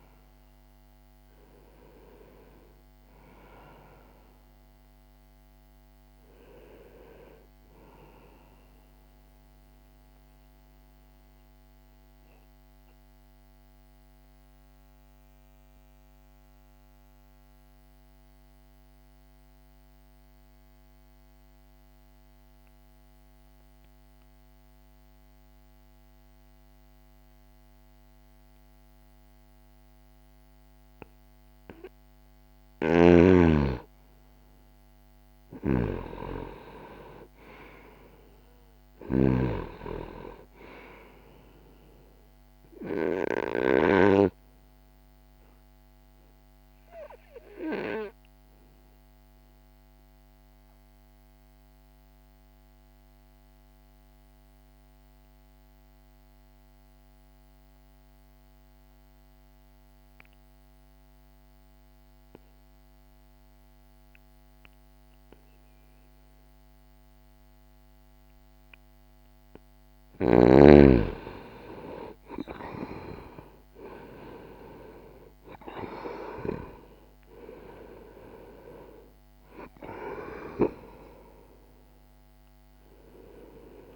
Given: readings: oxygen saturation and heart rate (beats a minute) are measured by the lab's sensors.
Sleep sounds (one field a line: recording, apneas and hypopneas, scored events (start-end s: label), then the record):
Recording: breathing in sleep by a microphone on the trachea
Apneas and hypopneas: 2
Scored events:
0.00-25.00 s: oxygen desaturation (device-marked, oxygen 81% lowest, heart rate 59 extreme)
9.50-31.50 s: obstructive apnea (oxygen 98% before, 81% lowest, heart rate 62 before, 59 extreme, up 0 after)
33.50-37.50 s: arousal
38.00-64.00 s: oxygen desaturation (device-marked, oxygen 98% before, 86% lowest, heart rate 61 before, 60 extreme)
45.00-68.50 s: obstructive apnea (oxygen 98% before, 84% lowest, heart rate 61 before, 60 extreme, up 0 after)
70.50-74.50 s: arousal
71.00-83.96 s: oxygen desaturation (device-marked, oxygen 96% before, 84% lowest, heart rate 60 before, 50 extreme)
From the record:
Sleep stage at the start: N2 (light sleep)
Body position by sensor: on the right side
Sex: male